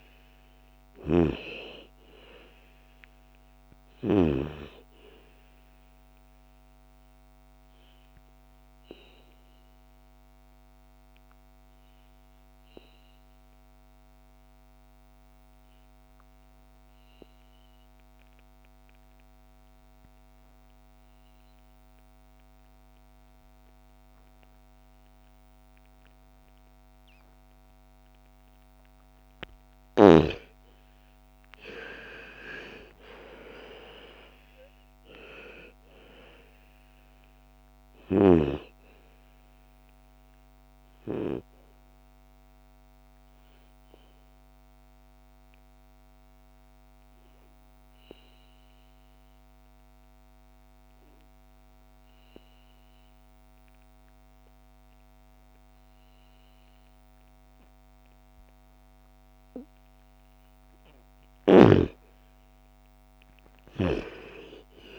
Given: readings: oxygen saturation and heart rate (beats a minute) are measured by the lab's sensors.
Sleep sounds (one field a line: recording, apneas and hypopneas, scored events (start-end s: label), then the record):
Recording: breathing in sleep by a microphone on the trachea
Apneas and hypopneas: 2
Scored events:
0.00-17.00 s: oxygen desaturation (device-marked, oxygen 83% lowest, heart rate 53 extreme)
0.50-4.00 s: snoring (device-marked)
6.50-28.50 s: obstructive apnea (oxygen 98% before, 83% lowest, heart rate 60 before, 53 extreme, up 12 after)
28.00-55.00 s: oxygen desaturation (device-marked, oxygen 99% before, 83% lowest, heart rate 55 before, 55 extreme)
29.50-34.00 s: arousal
41.00-60.50 s: obstructive apnea (oxygen 99% before, 83% lowest, heart rate 61 before, 55 extreme, up 12 after)
61.00-64.99 s: oxygen desaturation (device-marked, oxygen 99% before, 86% lowest, heart rate 58 before, 57 extreme)
62.00-64.99 s: arousal
From the record:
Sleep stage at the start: N2 (light sleep)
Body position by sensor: on the back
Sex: female